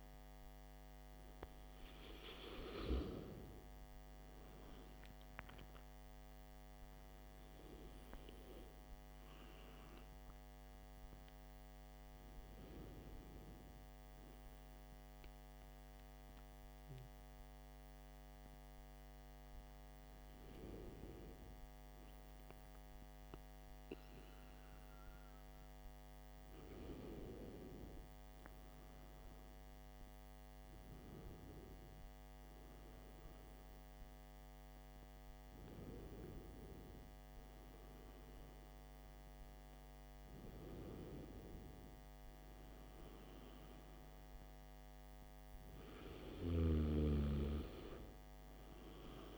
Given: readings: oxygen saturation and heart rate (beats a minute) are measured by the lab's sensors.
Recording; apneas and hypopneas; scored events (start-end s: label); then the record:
breathing in sleep by a microphone on the trachea; none
none scored
From the record:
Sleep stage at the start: N2 (light sleep); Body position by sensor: on the back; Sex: male